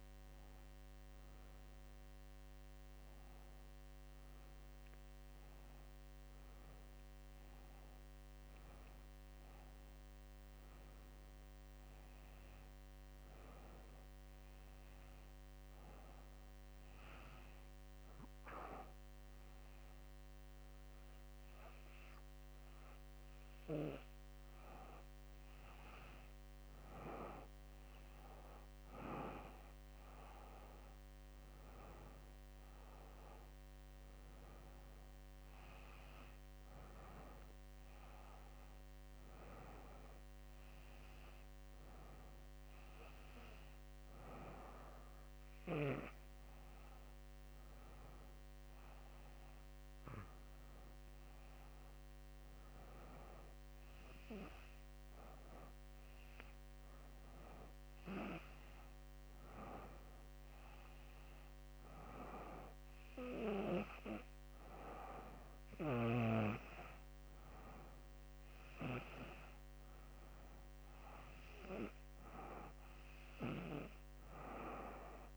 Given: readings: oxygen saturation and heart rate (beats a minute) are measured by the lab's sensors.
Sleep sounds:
breathing in sleep by a microphone on the trachea; none
none scored
From the record:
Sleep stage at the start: N2 (light sleep); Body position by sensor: on the back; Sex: female

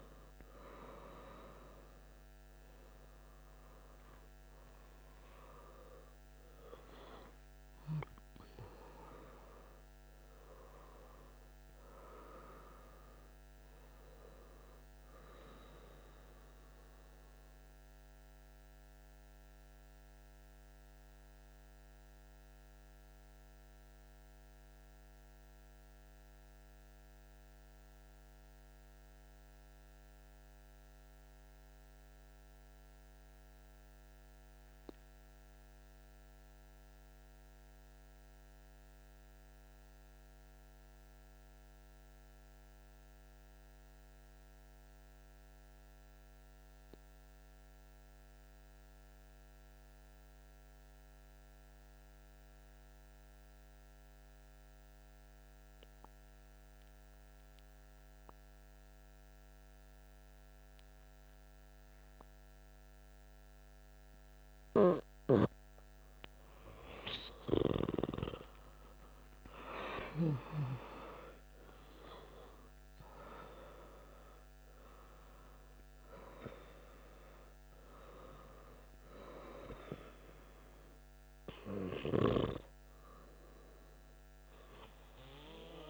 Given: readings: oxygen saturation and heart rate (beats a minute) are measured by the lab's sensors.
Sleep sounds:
breathing in sleep by a microphone on the trachea; 1
0.00-19.00 s: oxygen desaturation (device-marked, oxygen 90% lowest)
15.50-65.00 s: mixed apnea (oxygen 96% before, 88% lowest)
51.00-85.90 s: oxygen desaturation (device-marked, oxygen 98% before, 88% lowest, heart rate 107 before, 49 extreme)
67.00-71.50 s: arousal
From the record:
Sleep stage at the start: N2 (light sleep); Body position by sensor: on the back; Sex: male

